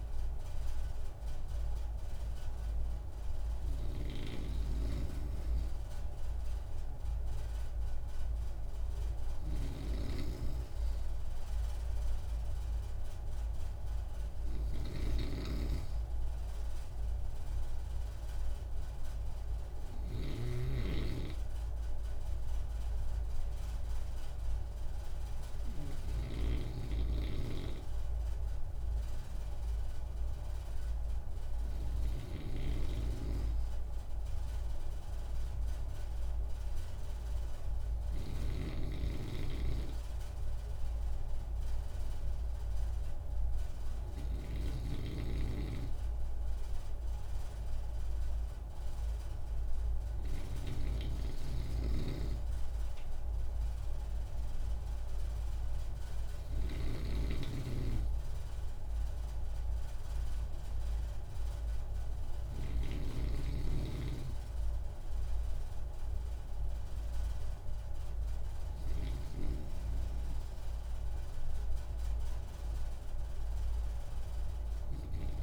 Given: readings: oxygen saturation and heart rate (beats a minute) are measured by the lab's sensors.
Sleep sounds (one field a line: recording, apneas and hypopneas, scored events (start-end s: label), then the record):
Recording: breathing in sleep by a room microphone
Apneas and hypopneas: none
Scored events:
0.00-26.50 s: snoring (device-marked)
32.50-45.00 s: snoring (device-marked)
51.50-63.00 s: snoring (device-marked)
From the record:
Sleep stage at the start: N2 (light sleep)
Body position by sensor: on the right side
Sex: male